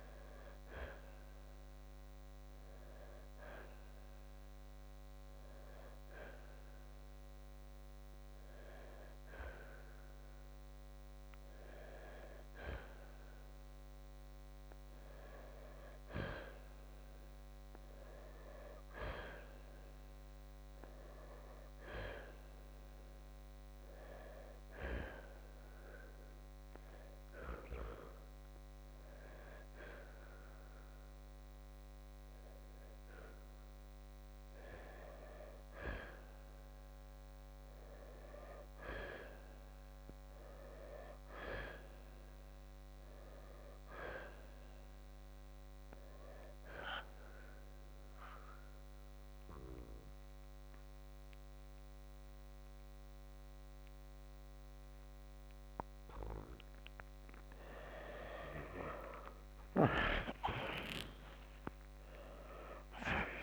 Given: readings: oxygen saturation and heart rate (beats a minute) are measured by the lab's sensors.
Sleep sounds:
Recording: breathing in sleep by a microphone on the trachea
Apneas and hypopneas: none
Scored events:
59.50-63.43 s: arousal
From the record:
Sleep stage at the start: N2 (light sleep)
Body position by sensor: on the right side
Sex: male

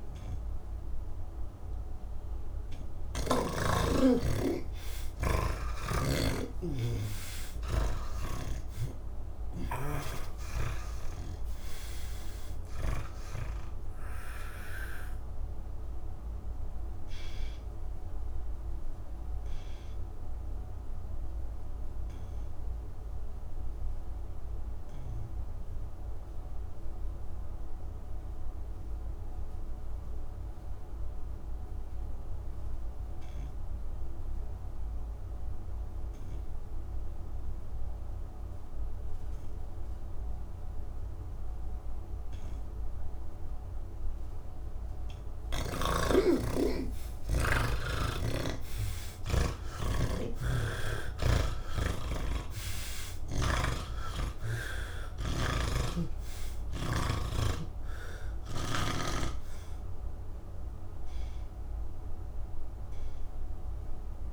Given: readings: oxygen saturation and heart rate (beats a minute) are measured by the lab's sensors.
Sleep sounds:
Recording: breathing in sleep by a room microphone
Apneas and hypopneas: none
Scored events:
0.50-8.50 s: oxygen desaturation (device-marked, oxygen 98% before, 92% lowest, heart rate 74 before, 78 extreme)
14.50-33.50 s: oxygen desaturation (device-marked, oxygen 94% before, 84% lowest, heart rate 89 before, 68 extreme)
40.50-64.33 s: oxygen desaturation (device-marked, oxygen 98% before, 82% lowest, heart rate 81 before, 67 extreme)
50.00-56.50 s: snoring (device-marked)
From the record:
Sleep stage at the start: N3 (deep sleep)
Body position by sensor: on the back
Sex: male

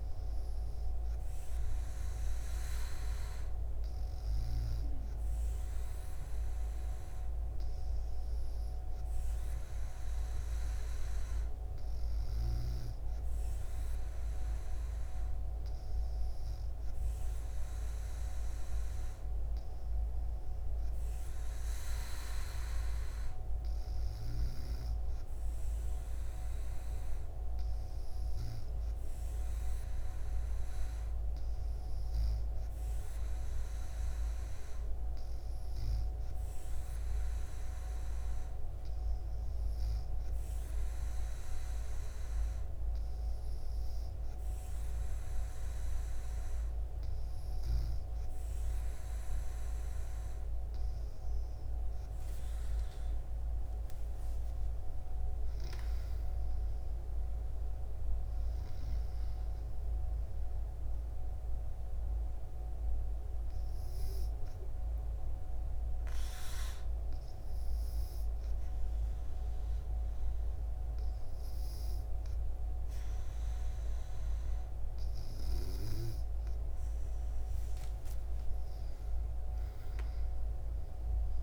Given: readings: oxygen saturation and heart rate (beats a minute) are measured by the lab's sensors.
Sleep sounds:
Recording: breathing in sleep, hard to hear, by a room microphone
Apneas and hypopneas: 1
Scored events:
52.50-56.50 s: arousal
62.50-75.50 s: hypopnea (oxygen 96% before, 95% lowest, heart rate 78 before, 64 extreme, up 10 after)
78.00-81.43 s: arousal
From the record:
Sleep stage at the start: N2 (light sleep)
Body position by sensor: on the back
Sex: female

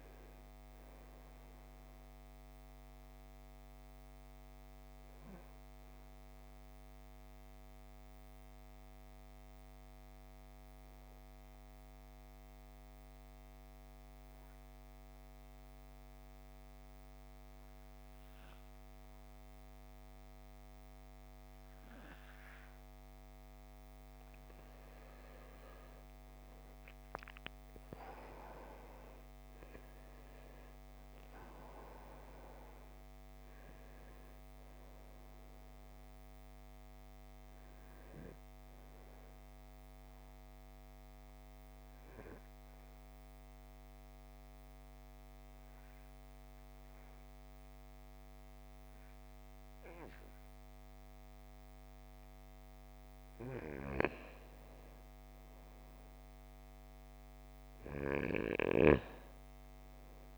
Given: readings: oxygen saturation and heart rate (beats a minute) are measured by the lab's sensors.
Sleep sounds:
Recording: breathing in sleep by a microphone on the trachea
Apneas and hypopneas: 2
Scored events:
0.00-15.50 s: oxygen desaturation (device-marked, oxygen 85% lowest, heart rate 51 extreme)
2.50-24.50 s: obstructive apnea (oxygen 96% before, 85% lowest, heart rate 66 before, 51 extreme, up 13 after)
26.50-30.00 s: arousal
30.50-48.50 s: oxygen desaturation (device-marked, oxygen 98% before, 89% lowest, heart rate 54 before, 53 extreme)
39.50-52.50 s: obstructive apnea (oxygen 98% before, 88% lowest, heart rate 60 before, 53 extreme, up 5 after)
55.00-59.00 s: arousal
From the record:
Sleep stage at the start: N2 (light sleep)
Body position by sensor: on the back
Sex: male

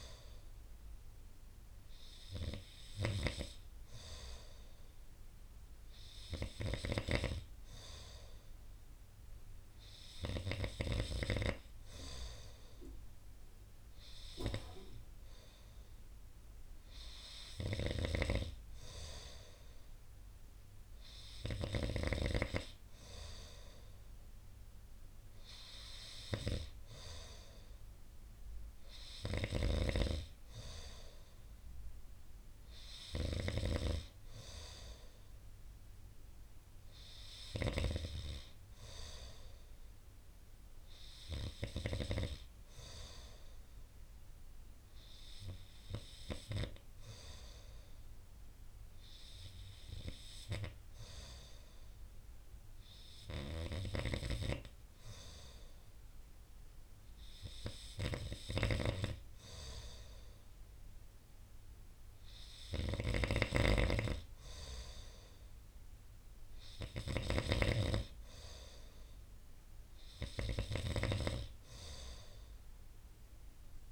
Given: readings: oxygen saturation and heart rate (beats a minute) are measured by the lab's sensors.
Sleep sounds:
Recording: breathing in sleep by a room microphone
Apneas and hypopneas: none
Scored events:
18.00-22.00 s: snoring (device-marked)
29.50-38.00 s: snoring (device-marked)
63.50-73.92 s: snoring (device-marked)
From the record:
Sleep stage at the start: N2 (light sleep)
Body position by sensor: on the right side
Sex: male

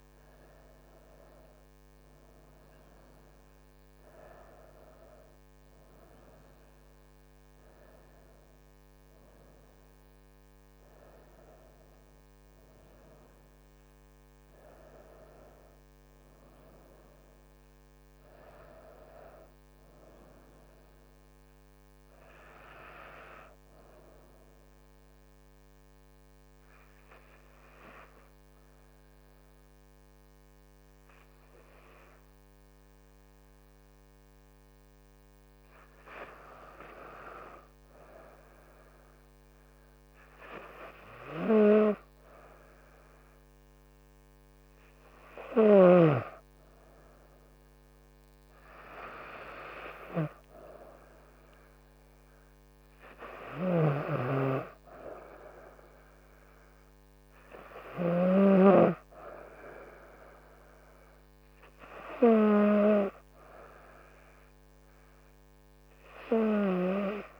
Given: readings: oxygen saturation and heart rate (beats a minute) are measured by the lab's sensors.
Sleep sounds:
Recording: breathing in sleep by a microphone on the trachea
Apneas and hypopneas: 1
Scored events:
25.00-40.00 s: hypopnea (oxygen 98% before, 95% lowest, heart rate 77 before, 69 extreme, up 3 after)
42.50-46.00 s: arousal
From the record:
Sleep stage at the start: N2 (light sleep)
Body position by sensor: on the front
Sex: female

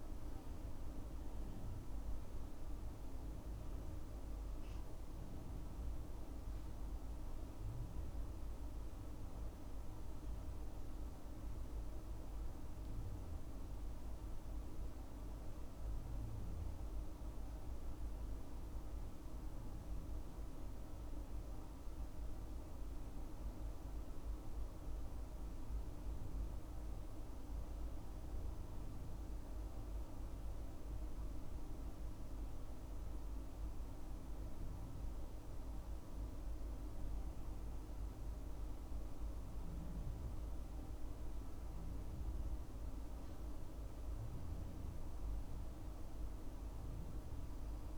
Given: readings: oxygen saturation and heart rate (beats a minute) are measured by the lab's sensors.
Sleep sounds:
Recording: breathing in sleep, hard to hear, by a room microphone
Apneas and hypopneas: none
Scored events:
none scored
From the record:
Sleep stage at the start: N2 (light sleep)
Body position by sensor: on the left side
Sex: male

